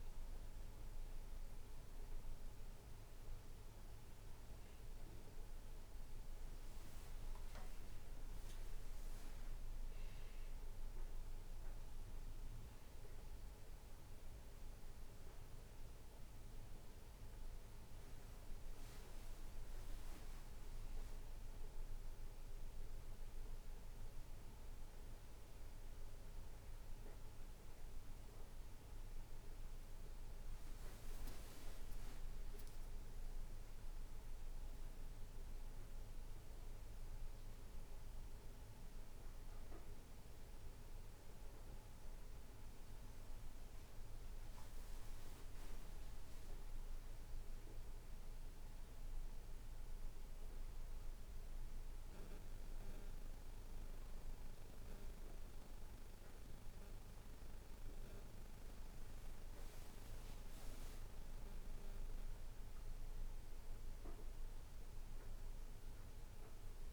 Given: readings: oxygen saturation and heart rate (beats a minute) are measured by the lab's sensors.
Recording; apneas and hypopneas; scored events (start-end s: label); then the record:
breathing in sleep, hard to hear, by a room microphone; none
none scored
From the record:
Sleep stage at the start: N2 (light sleep); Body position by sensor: on the back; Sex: male